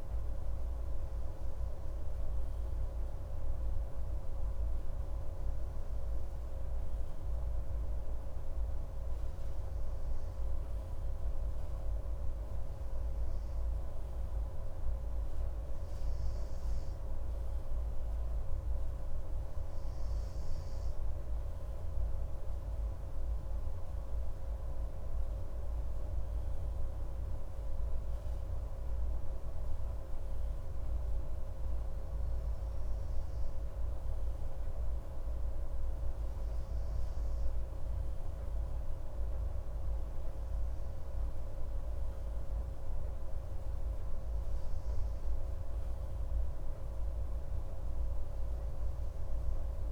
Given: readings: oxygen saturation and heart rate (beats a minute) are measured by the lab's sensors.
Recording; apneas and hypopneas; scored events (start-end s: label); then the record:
breathing in sleep, hard to hear, by a room microphone; none
none scored
From the record:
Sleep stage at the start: N2 (light sleep); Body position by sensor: on the right side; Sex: male